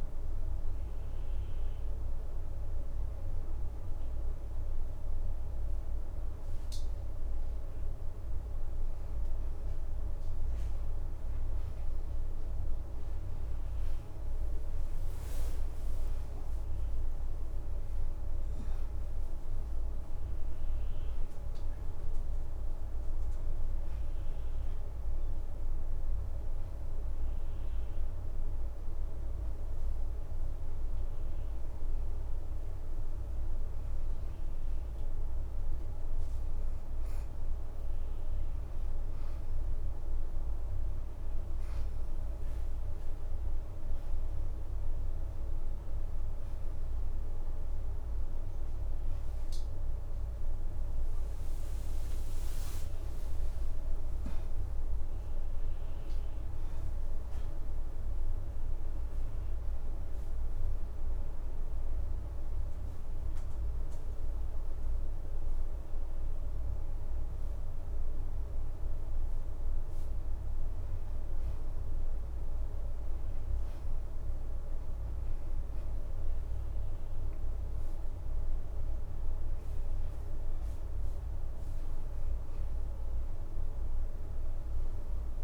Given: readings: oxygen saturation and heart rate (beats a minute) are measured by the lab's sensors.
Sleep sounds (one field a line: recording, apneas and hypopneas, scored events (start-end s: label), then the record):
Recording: breathing in sleep, hard to hear, by a room microphone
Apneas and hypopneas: 3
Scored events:
0.50-11.00 s: hypopnea (oxygen 94% before, 88% lowest, heart rate 89 before, 82 extreme, up 6 after)
13.00-16.50 s: arousal
13.00-21.00 s: leg movement (device-marked)
15.00-29.00 s: oxygen desaturation (device-marked, oxygen 93% before, 88% lowest, heart rate 85 before, 83 extreme)
27.50-37.50 s: hypopnea (oxygen 94% before, 88% lowest, heart rate 85 before, 83 extreme, up 5 after)
40.50-45.00 s: arousal
41.00-43.50 s: leg movement (device-marked)
42.00-54.00 s: oxygen desaturation (device-marked, oxygen 94% before, 89% lowest, heart rate 85 before, 81 extreme)
49.50-55.00 s: leg movement (device-marked)
61.00-71.50 s: hypopnea (oxygen 94% before, 87% lowest, heart rate 88 before, 81 extreme, up 3 after)
73.50-77.50 s: arousal
77.00-85.43 s: oxygen desaturation (device-marked, oxygen 94% before, 88% lowest, heart rate 84 before, 83 extreme)
From the record:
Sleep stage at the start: N2 (light sleep)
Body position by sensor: on the back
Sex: female